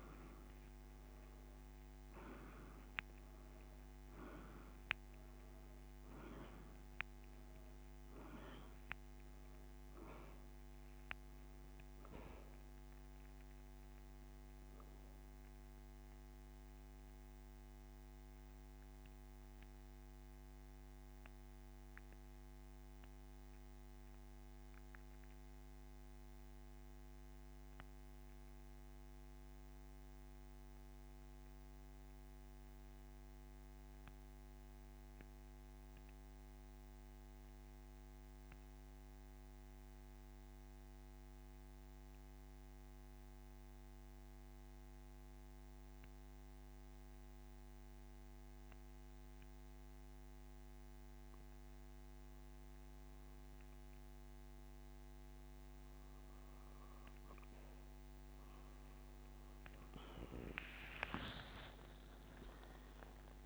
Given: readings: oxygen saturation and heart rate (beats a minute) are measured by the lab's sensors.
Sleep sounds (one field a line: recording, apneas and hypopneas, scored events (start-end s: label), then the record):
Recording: breathing in sleep by a microphone on the trachea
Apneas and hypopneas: 1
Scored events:
9.00-48.00 s: oxygen desaturation (device-marked, oxygen 95% before, 83% lowest)
17.00-55.50 s: central apnea (oxygen 98% before, 83% lowest)
61.00-63.46 s: arousal
From the record:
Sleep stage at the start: N2 (light sleep)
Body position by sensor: on the back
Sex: male